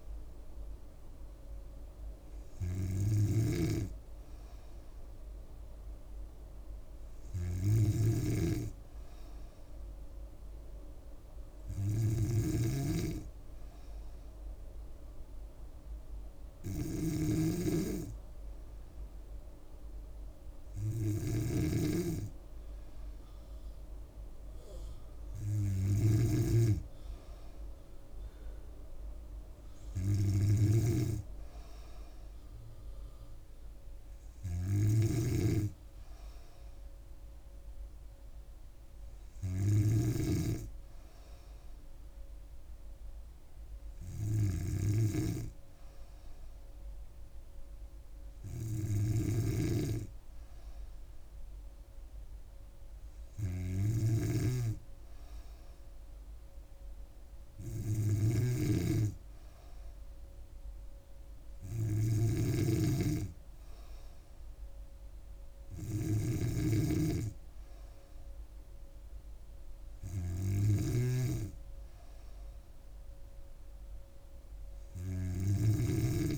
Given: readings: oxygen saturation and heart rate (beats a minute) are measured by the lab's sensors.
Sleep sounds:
breathing in sleep by a room microphone; none
12.50-40.00 s: snoring (device-marked)
54.00-76.38 s: snoring (device-marked)
From the record:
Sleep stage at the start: N3 (deep sleep); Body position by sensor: on the back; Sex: female

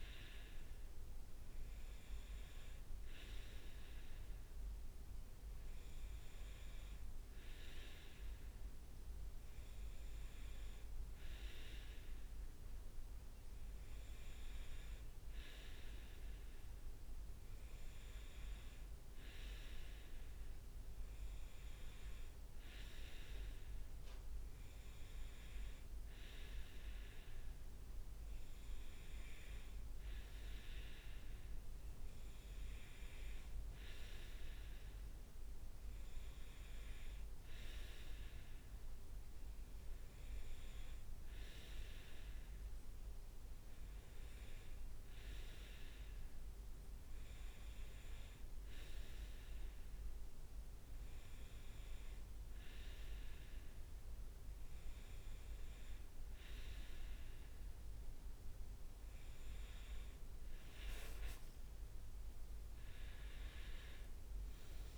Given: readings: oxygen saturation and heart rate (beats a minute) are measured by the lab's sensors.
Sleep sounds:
breathing in sleep by a room microphone; none
56.00-64.98 s: new sleep stage, awake
From the record:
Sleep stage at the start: N2 (light sleep); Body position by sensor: on the right side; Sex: male

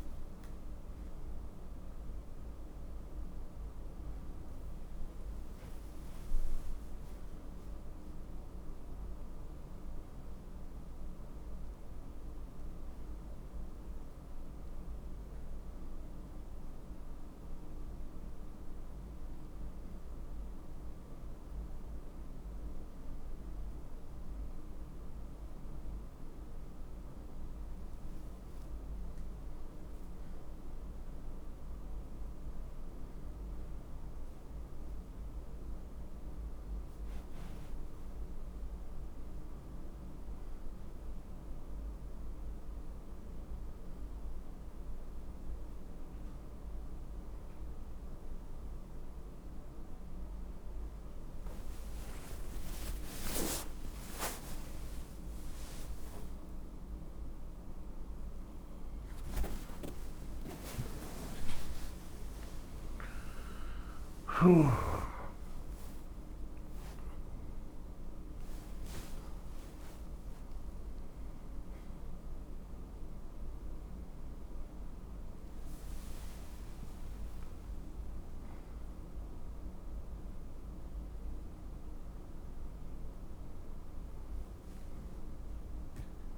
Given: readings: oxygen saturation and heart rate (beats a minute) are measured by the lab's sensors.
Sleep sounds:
a person partly awake in a sleep study, hard to hear, by a room microphone; none
0.50-6.00 s: arousal
19.00-31.00 s: oxygen desaturation (device-marked, oxygen 94% before, 90% lowest, heart rate 78 before, 66 extreme)
39.00-48.00 s: oxygen desaturation (device-marked, oxygen 92% before, 89% lowest, heart rate 77 before, 66 extreme)
57.00-86.38 s: new sleep stage, awake
From the record:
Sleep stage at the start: N1 (lightest sleep); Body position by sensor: on the right side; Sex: male

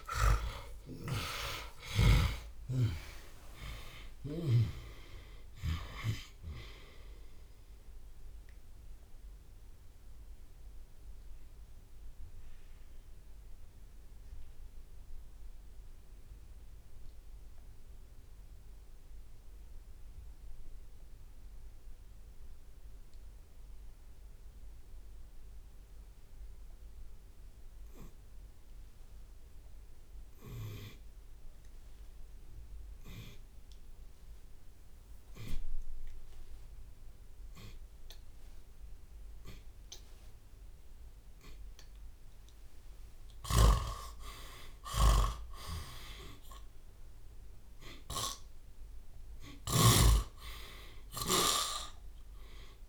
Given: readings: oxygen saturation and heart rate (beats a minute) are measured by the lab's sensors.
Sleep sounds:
breathing in sleep by a room microphone; 1
0.00-1.50 s: arousal
0.00-2.00 s: long interval between heartbeats (device-marked, heart rate 78 before, 166 extreme)
0.00-4.50 s: tachycardia (device-marked, heart rate 187 extreme)
0.00-12.50 s: drop in pulse transit time (device-marked, heart rate 59 extreme)
2.50-6.00 s: snoring (device-marked)
4.00-6.00 s: long interval between heartbeats (device-marked, heart rate 100 before, 143 extreme)
7.50-42.00 s: obstructive apnea (oxygen 97% before, 81% lowest)
8.00-10.00 s: long interval between heartbeats (device-marked, heart rate 114 before, 59 extreme)
21.50-41.50 s: oxygen desaturation (device-marked, oxygen 96% before, 81% lowest)
27.50-29.50 s: long interval between heartbeats (device-marked, heart rate 47 before, 67 extreme)
30.50-32.50 s: long interval between heartbeats (device-marked, heart rate 48 before, 77 extreme)
32.50-49.50 s: tachycardia (device-marked, heart rate 71 before, 198 extreme)
33.50-35.50 s: long interval between heartbeats (device-marked, heart rate 52 before, 97 extreme)
36.00-38.00 s: long interval between heartbeats (device-marked, heart rate 56 before, 118 extreme)
38.50-50.50 s: drop in pulse transit time (device-marked, heart rate 71 before, 142 extreme)
39.00-41.00 s: long interval between heartbeats (device-marked, heart rate 71 before, 142 extreme)
42.50-44.50 s: long interval between heartbeats (device-marked, heart rate 98 before, 171 extreme)
43.50-49.50 s: arousal
45.00-47.00 s: long interval between heartbeats (device-marked, heart rate 110 before, 179 extreme)
47.00-49.00 s: long interval between heartbeats (device-marked, heart rate 122 before, 169 extreme)
49.00-51.00 s: long interval between heartbeats (device-marked, heart rate 134 before, 153 extreme)
From the record:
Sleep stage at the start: N2 (light sleep); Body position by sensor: on the back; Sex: male

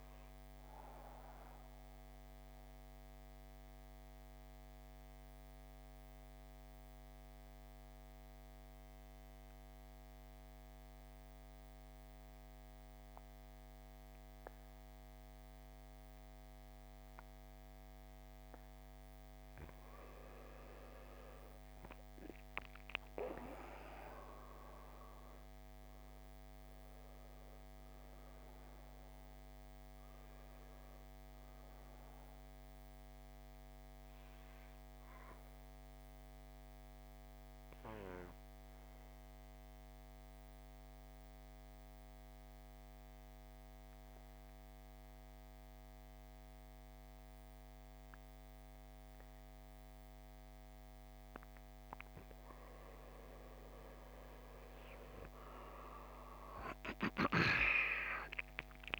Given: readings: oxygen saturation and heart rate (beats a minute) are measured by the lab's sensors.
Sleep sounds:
breathing in sleep by a microphone on the trachea; 2
0.00-9.50 s: oxygen desaturation (device-marked, oxygen 89% lowest, heart rate 48 extreme)
1.00-17.50 s: central apnea (oxygen 98% before, 89% lowest, heart rate 60 before, 48 extreme, up 11 after)
20.50-25.50 s: arousal
26.50-45.50 s: oxygen desaturation (device-marked, oxygen 97% before, 89% lowest, heart rate 54 before, 48 extreme)
35.00-51.50 s: mixed apnea (oxygen 97% before, 89% lowest, heart rate 59 before, 48 extreme, up 13 after)
53.50-58.50 s: arousal
57.50-59.00 s: oxygen desaturation (device-marked, oxygen 98% before, 90% lowest, heart rate 52 before, 48 extreme)
From the record:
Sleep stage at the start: N2 (light sleep); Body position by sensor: on the back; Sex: male

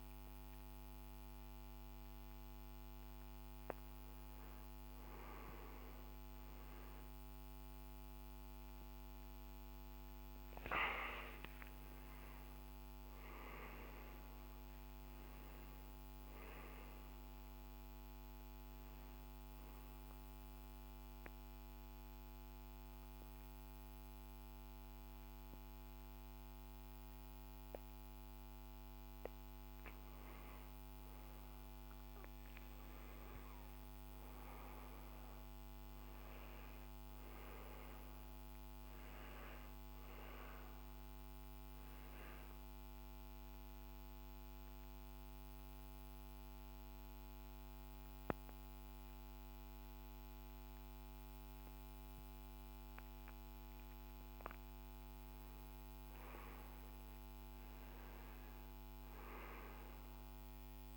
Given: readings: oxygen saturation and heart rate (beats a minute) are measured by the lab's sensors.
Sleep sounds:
breathing in sleep, hard to hear, by a microphone on the trachea; 2
0.00-1.50 s: arousal
2.00-18.00 s: oxygen desaturation (device-marked, oxygen 97% before, 93% lowest, heart rate 62 before, 53 extreme)
19.50-30.00 s: obstructive apnea (oxygen 97% before, 93% lowest, heart rate 76 before, 53 extreme, up 21 after)
32.50-37.50 s: arousal
38.00-48.00 s: oxygen desaturation (device-marked, oxygen 97% before, 93% lowest, heart rate 64 before, 46 extreme)
42.50-55.00 s: obstructive apnea (oxygen 97% before, 93% lowest, heart rate 63 before, 46 extreme, up 29 after)
57.50-60.97 s: arousal
From the record:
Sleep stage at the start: N2 (light sleep); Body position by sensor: on the back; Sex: male

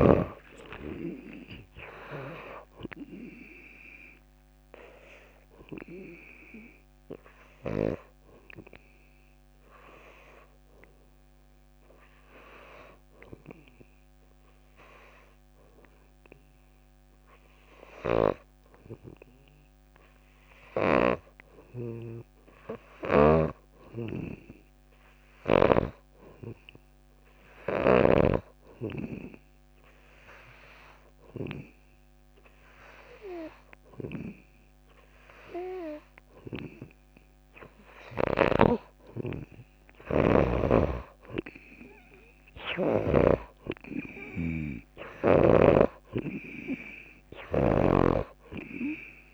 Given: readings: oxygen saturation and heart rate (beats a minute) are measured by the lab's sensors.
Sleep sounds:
breathing in sleep by a microphone on the trachea; 1
0.00-1.50 s: arousal
0.00-17.00 s: oxygen desaturation (device-marked, oxygen 95% before, 91% lowest)
3.00-5.00 s: long interval between heartbeats (device-marked)
8.00-16.00 s: drop in pulse transit time (device-marked)
8.00-38.00 s: hypopnea (oxygen 95% before, 85% lowest)
19.00-49.34 s: oxygen desaturation (device-marked, oxygen 95% before, 85% lowest)
23.50-28.50 s: snoring (device-marked)
41.00-49.34 s: snoring (device-marked)
42.00-46.50 s: arousal
From the record:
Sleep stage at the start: N2 (light sleep); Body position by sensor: on the back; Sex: female

